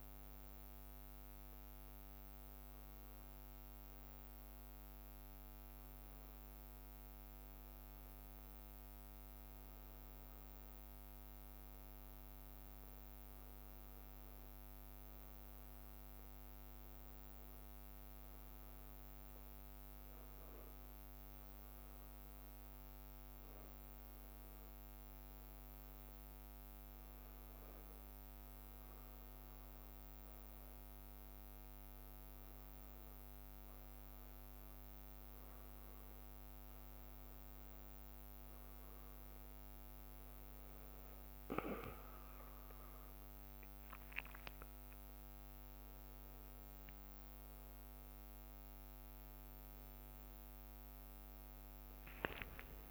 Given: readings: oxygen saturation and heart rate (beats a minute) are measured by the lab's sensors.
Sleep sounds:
a person awake in a sleep study, hard to hear, by a microphone on the trachea; none
0.00-4.50 s: leg movement (device-marked)
0.00-13.50 s: drop in pulse transit time (device-marked, heart rate 59 extreme)
0.00-26.50 s: bradycardia (device-marked, heart rate 58 extreme)
5.50-12.50 s: leg movement (device-marked)
15.00-22.00 s: leg movement (device-marked)
23.50-31.00 s: leg movement (device-marked)
33.00-43.00 s: leg movement (device-marked)
From the record:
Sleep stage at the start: awake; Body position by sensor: on the back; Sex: male

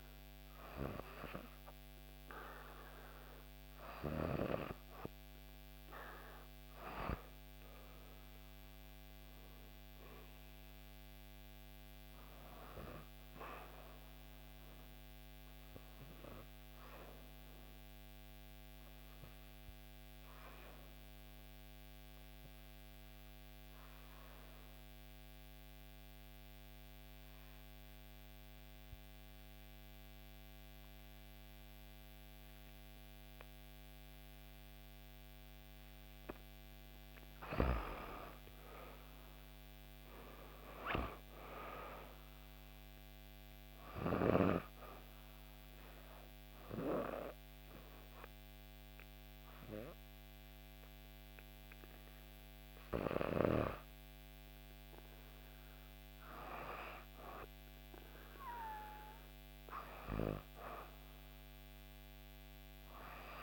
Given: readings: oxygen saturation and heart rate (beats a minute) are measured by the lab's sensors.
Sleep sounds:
breathing in sleep by a microphone on the trachea; 2
7.50-12.00 s: arousal
15.00-35.50 s: obstructive apnea (oxygen 95% before, 89% lowest, heart rate 68 before, 63 extreme, up 6 after)
37.00-62.00 s: oxygen desaturation (device-marked, oxygen 96% before, 89% lowest, heart rate 64 before, 64 extreme)
37.50-40.50 s: arousal
45.00-55.50 s: obstructive apnea (oxygen 96% before, 89% lowest, heart rate 64 before, 64 extreme, up 0 after)
59.00-62.50 s: arousal
From the record:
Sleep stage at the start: N2 (light sleep); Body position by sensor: on the back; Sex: female

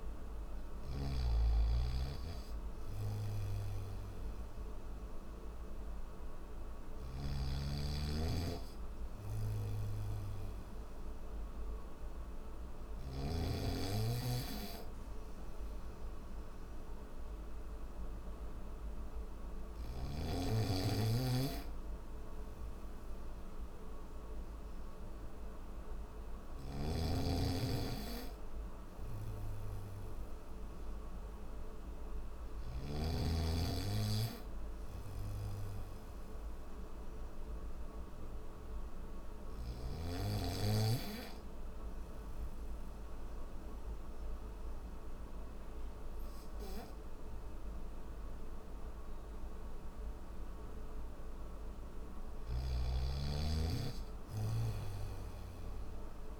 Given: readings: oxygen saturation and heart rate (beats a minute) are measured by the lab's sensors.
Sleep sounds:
breathing in sleep by a room microphone; none
0.00-12.50 s: snoring (device-marked)
26.00-32.50 s: snoring (device-marked)
51.50-56.40 s: snoring (device-marked)
From the record:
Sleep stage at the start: N1 (lightest sleep); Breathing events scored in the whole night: 29 in 6.0 hours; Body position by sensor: on the back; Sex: male

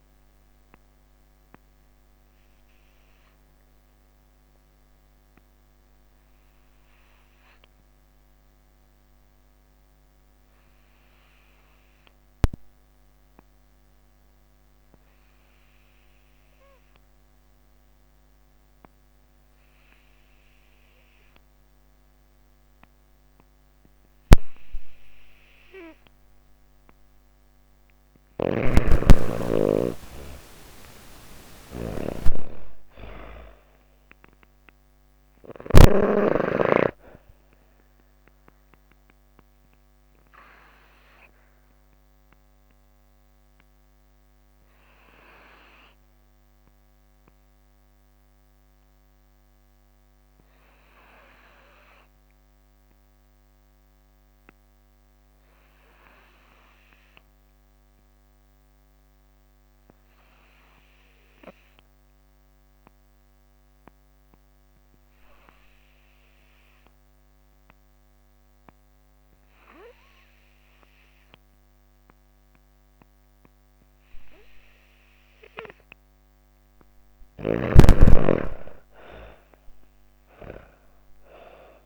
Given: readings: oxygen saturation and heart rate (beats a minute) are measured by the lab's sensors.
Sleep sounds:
breathing in sleep by a microphone on the trachea; 2
0.00-17.50 s: oxygen desaturation (device-marked, oxygen 83% lowest)
2.00-24.50 s: obstructive apnea (oxygen 97% before, 82% lowest)
27.00-35.50 s: snoring (device-marked)
27.50-31.50 s: arousal
27.50-50.50 s: oxygen desaturation (device-marked, oxygen 98% before, 82% lowest)
37.00-75.50 s: obstructive apnea (oxygen 98% before, 78% lowest)
68.50-81.86 s: oxygen desaturation (device-marked, oxygen 98% before, 78% lowest)
77.50-81.86 s: arousal
From the record:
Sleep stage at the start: N2 (light sleep); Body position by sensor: on the back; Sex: female

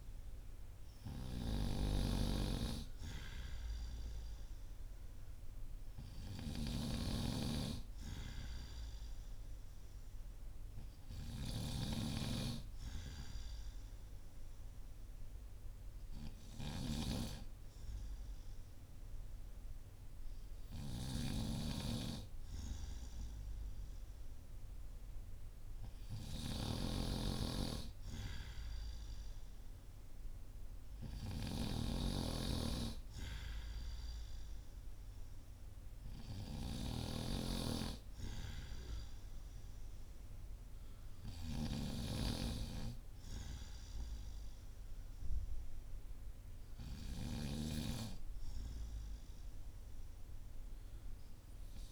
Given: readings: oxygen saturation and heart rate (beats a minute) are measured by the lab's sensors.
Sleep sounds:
breathing in sleep by a room microphone; none
0.00-6.50 s: snoring (device-marked)
16.00-21.00 s: snoring (device-marked)
31.50-36.50 s: snoring (device-marked)
From the record:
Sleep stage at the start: N2 (light sleep); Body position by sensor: on the back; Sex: male

